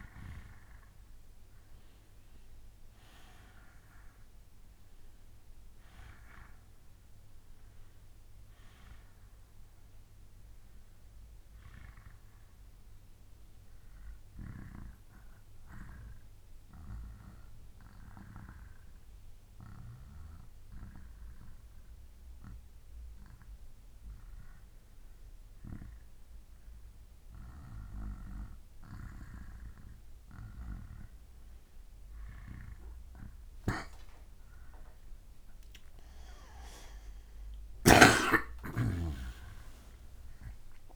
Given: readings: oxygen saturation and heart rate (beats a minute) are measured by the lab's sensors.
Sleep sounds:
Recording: breathing in sleep by a room microphone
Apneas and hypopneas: 1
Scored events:
0.00-20.50 s: oxygen desaturation (device-marked, oxygen 89% lowest, heart rate 58 extreme)
12.00-23.00 s: obstructive apnea (oxygen 94% before, 87% lowest, heart rate 69 before, 58 extreme, up 4 after)
32.50-37.50 s: bradycardia (device-marked, heart rate 69 before, 58 extreme)
32.50-40.96 s: oxygen desaturation (device-marked, oxygen 94% before, 87% lowest, heart rate 67 before, 59 extreme)
33.50-38.00 s: arousal
From the record:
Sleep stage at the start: N2 (light sleep)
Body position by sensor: on the back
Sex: male

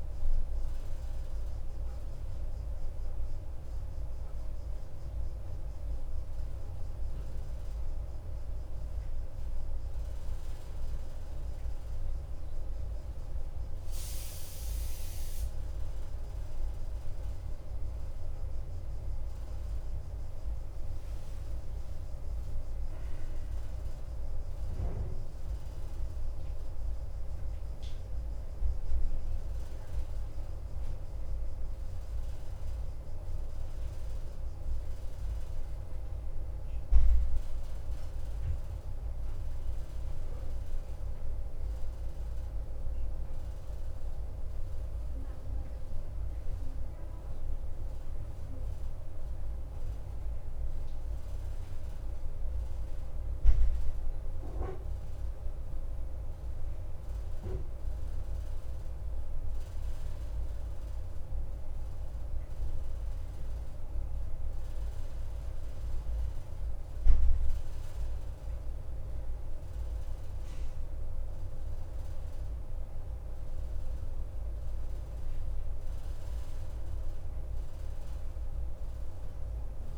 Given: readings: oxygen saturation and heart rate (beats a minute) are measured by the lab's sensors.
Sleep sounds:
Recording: breathing in sleep, hard to hear, by a room microphone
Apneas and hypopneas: 1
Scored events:
0.00-19.50 s: oxygen desaturation (device-marked, oxygen 89% lowest, heart rate 54 extreme)
5.00-18.00 s: obstructive apnea (oxygen 93% before, 89% lowest, heart rate 68 before, 54 extreme, up 9 after)
19.50-23.50 s: arousal
62.50-79.98 s: new sleep stage, N2 (light sleep)
65.50-79.98 s: oxygen desaturation (device-marked, oxygen 97% before, 91% lowest, heart rate 56 before, 53 extreme)
From the record:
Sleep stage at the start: N1 (lightest sleep)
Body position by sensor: on the right side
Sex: male

